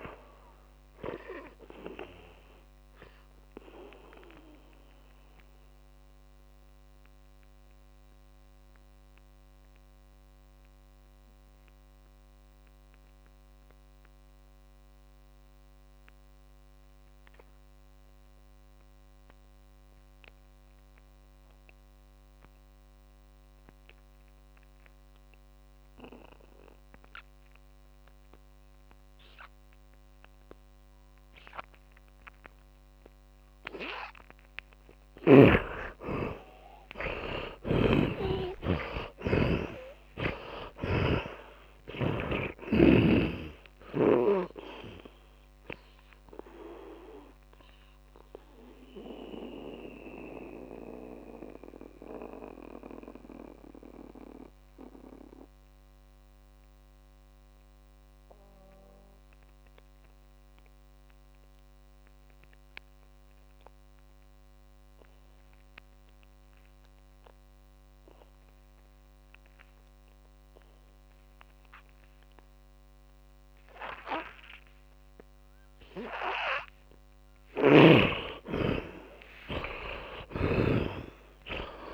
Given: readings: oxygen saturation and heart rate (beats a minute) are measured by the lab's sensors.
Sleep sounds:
breathing in sleep by a microphone on the trachea; 2
0.00-22.50 s: oxygen desaturation (device-marked, oxygen 76% lowest)
5.50-28.50 s: mixed apnea (oxygen 100% before, 76% lowest)
28.50-66.50 s: oxygen desaturation (device-marked, oxygen 100% before, 76% lowest)
37.50-42.00 s: arousal
37.50-44.50 s: snoring (device-marked)
50.00-72.50 s: mixed apnea (oxygen 100% before, 76% lowest)
72.50-81.93 s: oxygen desaturation (device-marked, oxygen 100% before, 76% lowest)
77.50-81.93 s: snoring (device-marked)
78.00-81.93 s: arousal
From the record:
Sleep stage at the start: N2 (light sleep); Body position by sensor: on the back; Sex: male

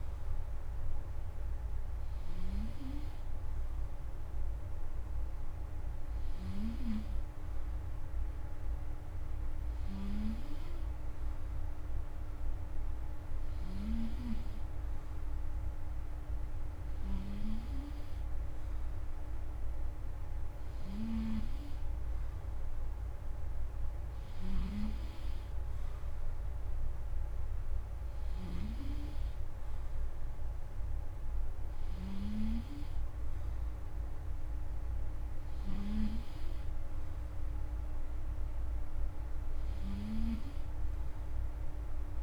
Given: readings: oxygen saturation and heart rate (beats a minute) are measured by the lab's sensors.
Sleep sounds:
breathing in sleep by a room microphone; none
24.00-28.50 s: snoring (device-marked)
From the record:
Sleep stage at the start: N2 (light sleep); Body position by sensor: on the front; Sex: male

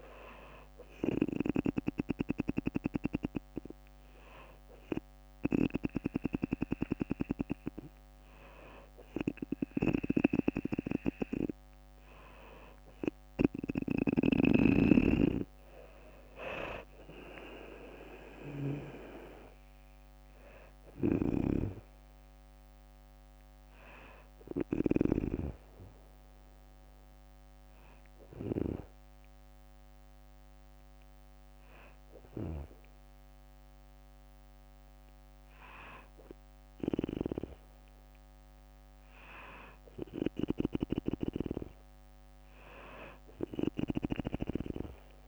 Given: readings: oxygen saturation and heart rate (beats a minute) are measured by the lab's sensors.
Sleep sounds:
breathing in sleep by a microphone on the trachea; none
14.50-17.50 s: arousal
18.00-29.00 s: drop in pulse transit time (device-marked, heart rate 65 before, 62 extreme)
20.00-24.50 s: snoring (device-marked)
40.00-43.50 s: snoring (device-marked)
From the record:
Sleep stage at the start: N2 (light sleep); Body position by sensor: on the back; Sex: female

